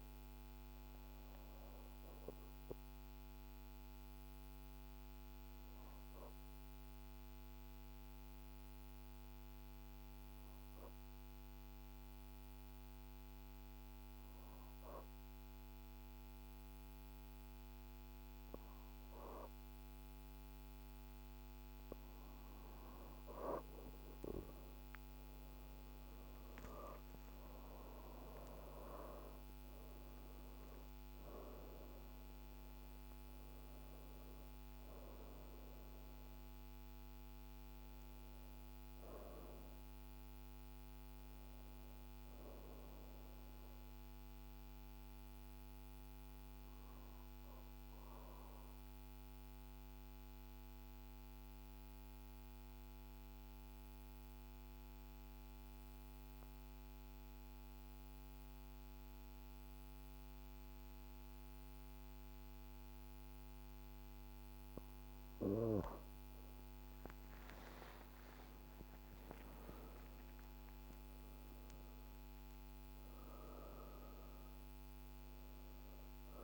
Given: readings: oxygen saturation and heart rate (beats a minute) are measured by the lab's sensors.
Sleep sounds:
breathing in sleep, hard to hear, by a microphone on the trachea; 2
0.00-10.50 s: oxygen desaturation (device-marked, oxygen 90% lowest, heart rate 51 extreme)
1.50-21.50 s: obstructive apnea (oxygen 97% before, 85% lowest, heart rate 54 before, 50 extreme, up 4 after)
23.50-47.50 s: oxygen desaturation (device-marked, oxygen 97% before, 89% lowest, heart rate 53 before, 45 extreme)
24.00-29.00 s: arousal
42.00-65.00 s: obstructive apnea (oxygen 97% before, 84% lowest, heart rate 55 before, 45 extreme, up 2 after)
62.50-76.44 s: oxygen desaturation (device-marked, oxygen 98% before, 84% lowest, heart rate 51 before, 46 extreme)
66.50-71.50 s: arousal
From the record:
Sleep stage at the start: N2 (light sleep); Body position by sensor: on the back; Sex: female

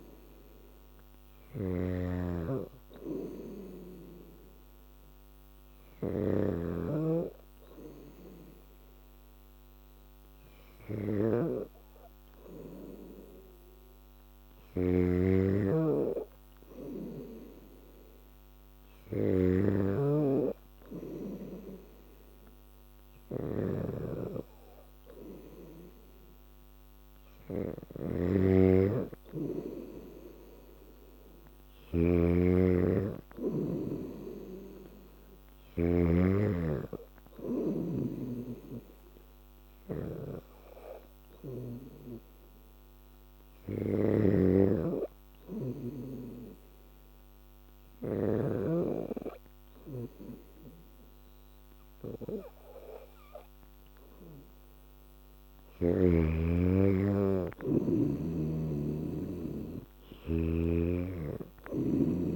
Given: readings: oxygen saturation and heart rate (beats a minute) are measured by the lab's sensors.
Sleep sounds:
breathing in sleep by a microphone on the trachea; 1
0.00-36.00 s: snoring (device-marked)
38.00-48.50 s: snoring (device-marked)
41.50-53.00 s: hypopnea (oxygen 97% before, 93% lowest, heart rate 87 before, 84 extreme, up 1 after)
54.50-58.00 s: arousal
60.50-62.36 s: oxygen desaturation (device-marked, oxygen 96% before, 93% lowest, heart rate 88 before, 84 extreme)
60.50-62.36 s: snoring (device-marked)
From the record:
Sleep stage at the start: N2 (light sleep); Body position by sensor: on the back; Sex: female

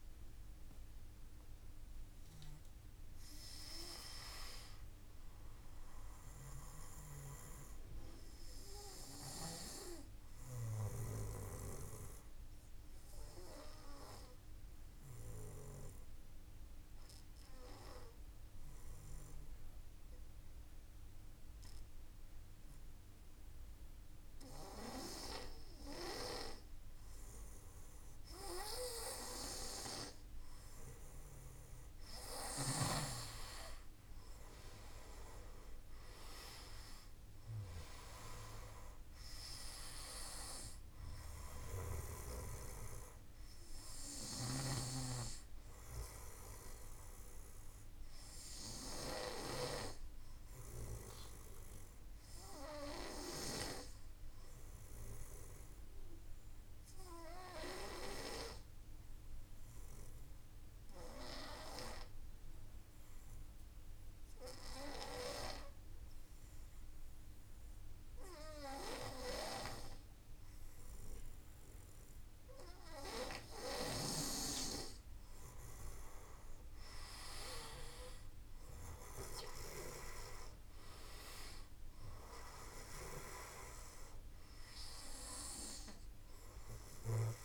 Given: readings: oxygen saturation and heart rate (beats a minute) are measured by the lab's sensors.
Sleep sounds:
breathing in sleep by a room microphone; 2
6.00-9.50 s: arousal
12.50-25.50 s: obstructive apnea (oxygen 98% before, 92% lowest, heart rate 55 before, 50 extreme, up 0 after)
28.50-32.50 s: arousal
47.50-62.50 s: oxygen desaturation (device-marked, oxygen 95% before, 92% lowest, heart rate 53 before, 52 extreme)
55.50-71.00 s: obstructive apnea (oxygen 96% before, 92% lowest, heart rate 54 before, 52 extreme, up 1 after)
74.00-78.50 s: arousal
79.50-87.45 s: oxygen desaturation (device-marked, oxygen 97% before, 93% lowest, heart rate 54 before, 51 extreme)
From the record:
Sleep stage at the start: N2 (light sleep); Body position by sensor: on the back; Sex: male

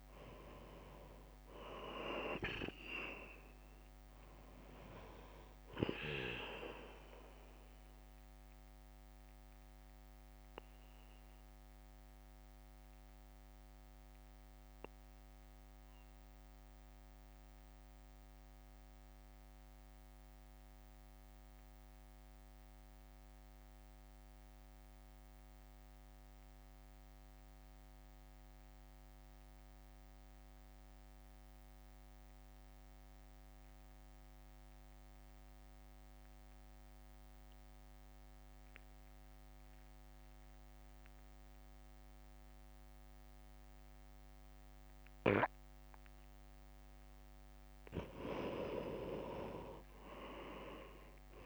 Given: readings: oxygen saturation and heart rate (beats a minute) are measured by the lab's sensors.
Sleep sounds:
breathing in sleep by a microphone on the trachea; 1
0.00-8.50 s: oxygen desaturation (device-marked, oxygen 90% lowest, heart rate 50 extreme)
0.00-12.50 s: drop in pulse transit time (device-marked, heart rate 52 extreme)
8.00-46.50 s: mixed apnea (oxygen 98% before, 89% lowest, heart rate 57 before, 50 extreme, up 6 after)
17.50-28.50 s: oxygen desaturation (device-marked, oxygen 92% before, 89% lowest, heart rate 54 before, 53 extreme)
48.00-51.00 s: arousal
49.50-51.46 s: drop in pulse transit time (device-marked, heart rate 59 before, 54 extreme)
From the record:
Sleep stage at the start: N2 (light sleep); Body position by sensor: on the right side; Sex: male

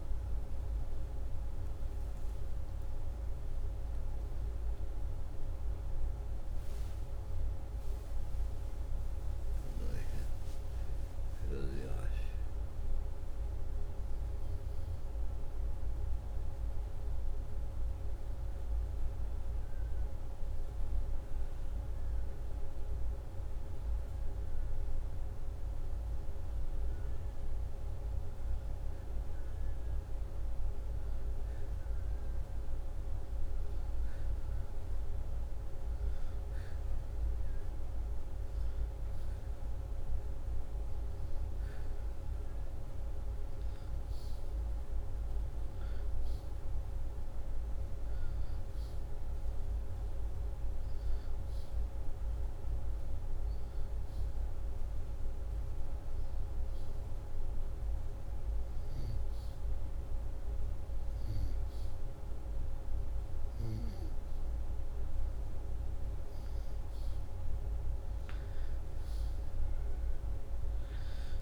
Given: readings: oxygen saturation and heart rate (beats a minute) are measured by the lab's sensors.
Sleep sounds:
breathing in sleep, hard to hear, by a room microphone; 1
14.50-29.50 s: hypopnea (oxygen 98% before, 93% lowest, heart rate 80 before, 73 extreme, up 0 after)
18.50-71.42 s: new sleep stage, N2 (light sleep)
25.50-55.50 s: oxygen desaturation (device-marked, oxygen 98% before, 94% lowest, heart rate 79 before, 73 extreme)
31.00-35.50 s: arousal
From the record:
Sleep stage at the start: N1 (lightest sleep); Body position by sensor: upright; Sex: male

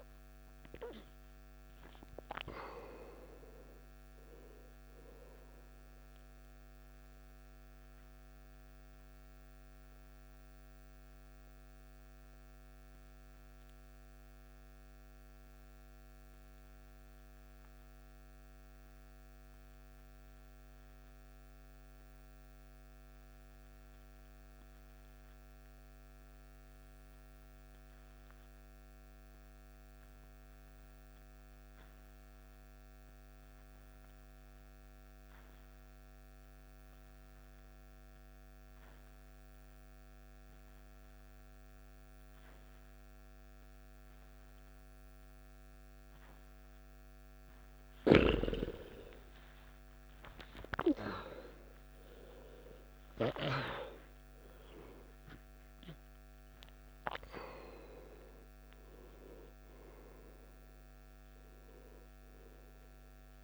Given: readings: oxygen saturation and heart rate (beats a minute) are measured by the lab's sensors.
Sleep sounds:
breathing in sleep by a microphone on the trachea; 1
0.00-17.00 s: oxygen desaturation (device-marked, oxygen 86% lowest, heart rate 54 extreme)
15.50-46.00 s: obstructive apnea (oxygen 96% before, 84% lowest, heart rate 69 before, 55 extreme, up 10 after)
32.00-63.44 s: oxygen desaturation (device-marked, oxygen 97% before, 84% lowest, heart rate 56 before, 56 extreme)
51.00-56.50 s: arousal
From the record:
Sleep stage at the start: N2 (light sleep); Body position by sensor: on the back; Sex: male

